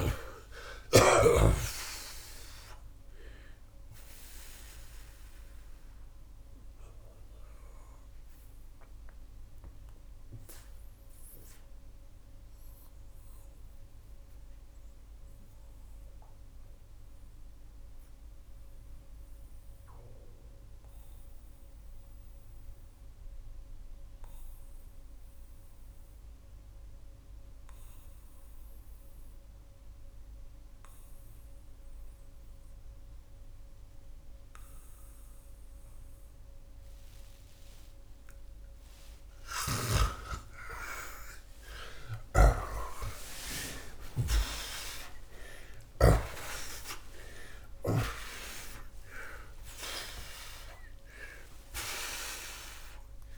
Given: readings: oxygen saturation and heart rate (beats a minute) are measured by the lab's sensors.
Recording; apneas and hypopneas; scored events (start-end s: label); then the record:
breathing in sleep by a room microphone; 1
0.00-9.00 s: oxygen desaturation (device-marked, oxygen 85% lowest)
8.00-38.50 s: mixed apnea (oxygen 92% before, 75% lowest)
8.00-53.38 s: new sleep stage, REM sleep
22.00-39.00 s: oxygen desaturation (device-marked, oxygen 86% before, 75% lowest)
39.00-48.00 s: snoring (device-marked)
40.50-44.00 s: arousal
From the record:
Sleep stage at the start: N2 (light sleep); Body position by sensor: on the back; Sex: male